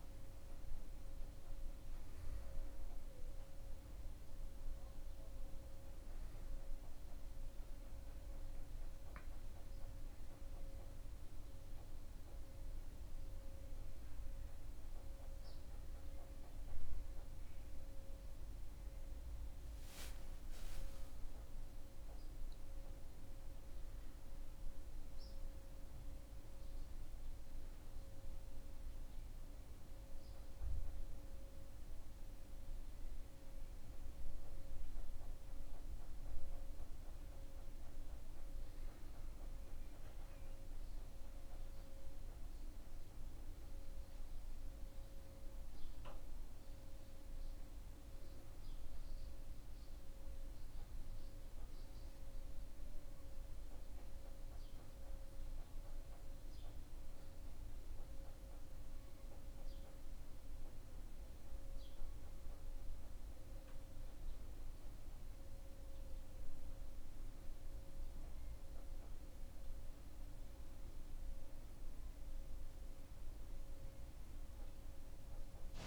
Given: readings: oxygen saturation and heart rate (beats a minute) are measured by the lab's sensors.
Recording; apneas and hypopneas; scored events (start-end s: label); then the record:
breathing in sleep, hard to hear, by a room microphone; none
19.00-23.00 s: arousal
From the record:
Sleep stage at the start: N2 (light sleep); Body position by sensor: on the back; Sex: male